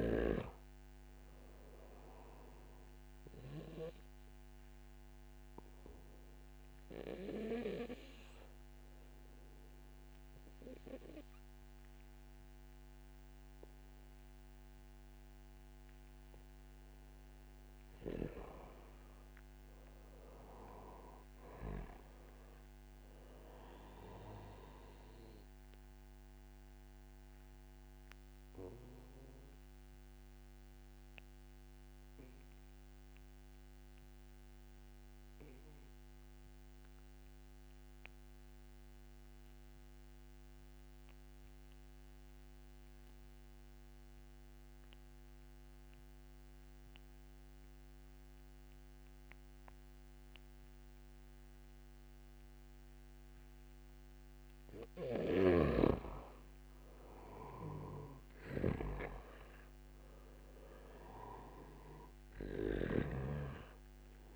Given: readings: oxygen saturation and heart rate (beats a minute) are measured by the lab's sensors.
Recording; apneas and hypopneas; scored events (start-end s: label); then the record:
breathing in sleep by a microphone on the trachea; 2
3.50-17.00 s: obstructive apnea (oxygen 97% before, 88% lowest, heart rate 79 before, 73 extreme, up 3 after)
19.50-23.00 s: arousal
24.00-40.00 s: oxygen desaturation (device-marked, oxygen 96% before, 92% lowest, heart rate 76 before, 57 extreme)
29.50-53.50 s: obstructive apnea (oxygen 96% before, 88% lowest, heart rate 75 before, 45 extreme, up 0 after)
53.00-64.36 s: oxygen desaturation (device-marked, oxygen 96% before, 88% lowest, heart rate 70 before, 45 extreme)
55.50-63.00 s: snoring (device-marked)
56.00-59.50 s: arousal
From the record:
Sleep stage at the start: REM sleep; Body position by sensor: on the back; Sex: male